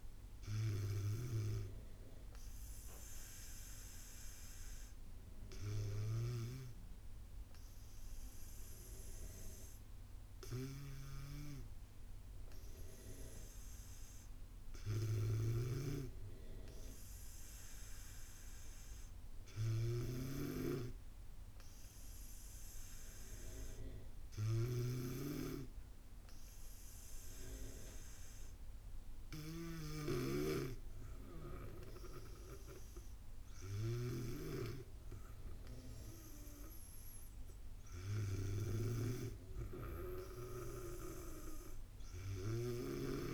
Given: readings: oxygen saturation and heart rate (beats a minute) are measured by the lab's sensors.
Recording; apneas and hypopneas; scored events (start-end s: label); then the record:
breathing in sleep by a room microphone; none
24.50-30.50 s: snoring (device-marked)
From the record:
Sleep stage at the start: N2 (light sleep); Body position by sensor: on the back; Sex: female